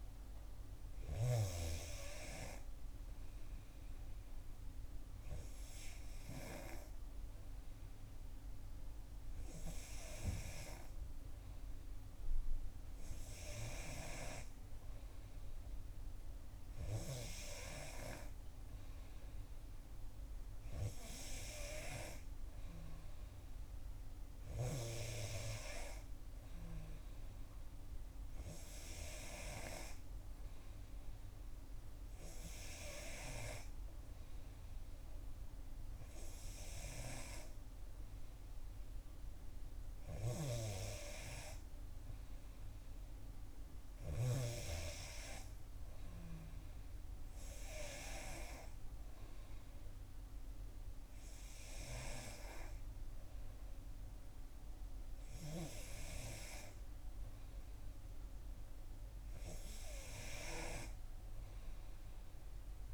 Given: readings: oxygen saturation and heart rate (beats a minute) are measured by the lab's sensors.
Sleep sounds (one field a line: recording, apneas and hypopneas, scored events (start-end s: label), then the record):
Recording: breathing in sleep by a room microphone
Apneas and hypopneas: none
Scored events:
none scored
From the record:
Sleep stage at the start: N2 (light sleep)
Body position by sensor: on the back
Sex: female